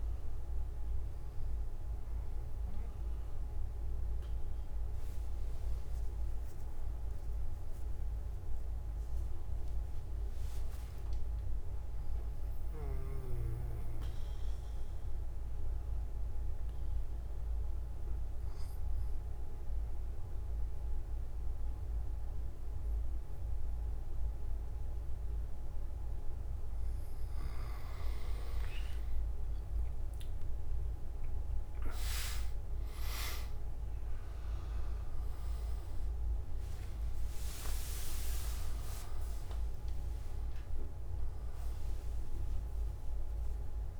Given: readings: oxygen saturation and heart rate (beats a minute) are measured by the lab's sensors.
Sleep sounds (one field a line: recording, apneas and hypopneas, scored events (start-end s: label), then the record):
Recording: breathing in sleep by a room microphone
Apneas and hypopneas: 1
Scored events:
0.00-12.50 s: oxygen desaturation (device-marked, oxygen 93% lowest)
12.50-27.00 s: obstructive apnea (oxygen 98% before, 93% lowest)
36.50-44.00 s: oxygen desaturation (device-marked, oxygen 98% before, 93% lowest)
From the record:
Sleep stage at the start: N2 (light sleep)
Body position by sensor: on the back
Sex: male